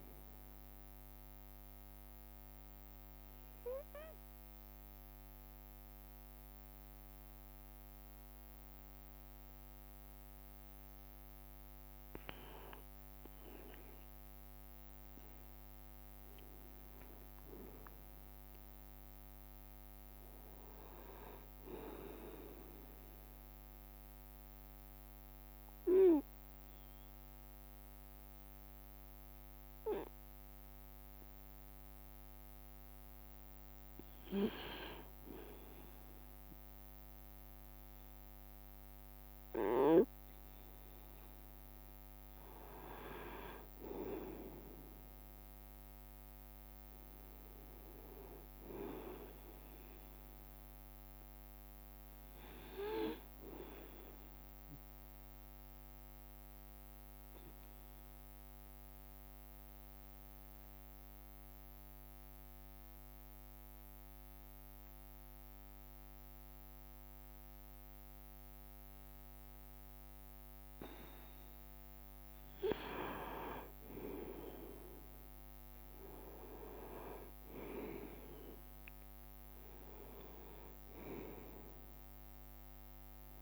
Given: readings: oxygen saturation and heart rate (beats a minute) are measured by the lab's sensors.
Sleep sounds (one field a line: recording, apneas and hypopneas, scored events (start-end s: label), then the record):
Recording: breathing in sleep by a microphone on the trachea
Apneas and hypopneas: 3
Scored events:
0.00-71.00 s: bradycardia (device-marked)
1.00-12.00 s: obstructive apnea (oxygen 98% before, 95% lowest)
2.50-4.50 s: long interval between heartbeats (device-marked)
13.00-15.00 s: long interval between heartbeats (device-marked)
15.00-18.50 s: arousal
22.00-24.00 s: long interval between heartbeats (device-marked)
23.00-34.00 s: obstructive apnea (oxygen 96% before, 93% lowest)
32.50-34.50 s: long interval between heartbeats (device-marked)
37.50-41.50 s: arousal
51.00-55.00 s: leg movement (device-marked)
55.50-70.00 s: obstructive apnea (oxygen 97% before, 93% lowest)
66.00-67.50 s: leg movement (device-marked)
74.50-79.00 s: arousal
76.50-82.50 s: leg movement (device-marked)
79.00-83.42 s: oxygen desaturation (device-marked, oxygen 97% before, 93% lowest)
From the record:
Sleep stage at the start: N2 (light sleep)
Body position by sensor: on the right side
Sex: male